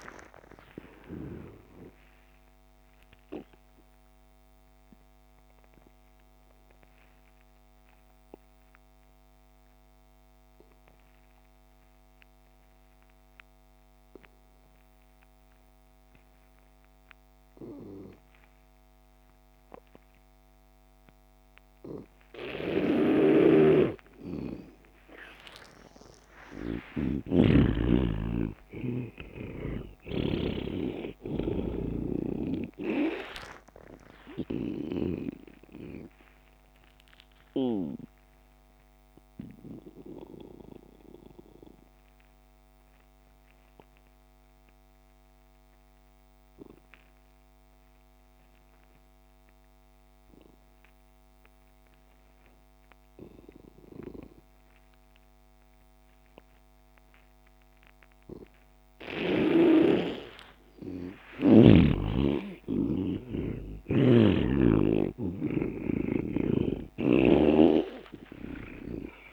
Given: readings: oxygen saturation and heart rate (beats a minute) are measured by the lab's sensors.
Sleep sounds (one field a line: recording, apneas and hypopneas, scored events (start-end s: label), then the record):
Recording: breathing in sleep by a microphone on the trachea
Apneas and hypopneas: 2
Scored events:
0.00-14.50 s: oxygen desaturation (device-marked, oxygen 82% lowest)
3.50-25.50 s: obstructive apnea (oxygen 98% before, 82% lowest)
22.50-48.50 s: oxygen desaturation (device-marked, oxygen 99% before, 83% lowest)
23.50-30.50 s: snoring (device-marked)
27.00-31.50 s: arousal
36.00-59.50 s: obstructive apnea (oxygen 99% before, 80% lowest)
60.50-69.32 s: oxygen desaturation (device-marked, oxygen 99% before, 82% lowest)
62.00-66.50 s: arousal
67.00-69.32 s: snoring (device-marked)
From the record:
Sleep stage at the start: N2 (light sleep)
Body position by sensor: on the back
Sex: male